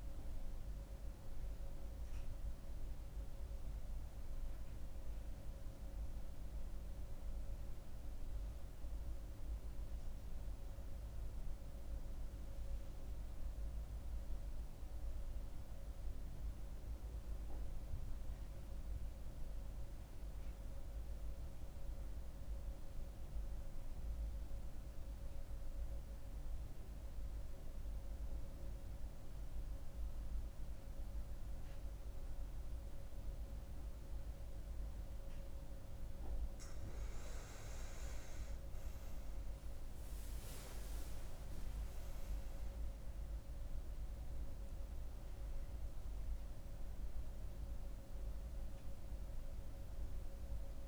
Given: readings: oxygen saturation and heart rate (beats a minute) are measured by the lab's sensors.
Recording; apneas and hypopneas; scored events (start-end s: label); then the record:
breathing in sleep, hard to hear, by a room microphone; 1
0.00-3.50 s: oxygen desaturation (device-marked, oxygen 91% lowest, heart rate 66 extreme)
9.50-36.50 s: mixed apnea (oxygen 98% before, 91% lowest, heart rate 82 before, 66 extreme, up 8 after)
31.50-50.88 s: oxygen desaturation (device-marked, oxygen 98% before, 91% lowest, heart rate 68 before, 66 extreme)
38.50-41.50 s: arousal
From the record:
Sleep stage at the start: N2 (light sleep); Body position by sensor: on the back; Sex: female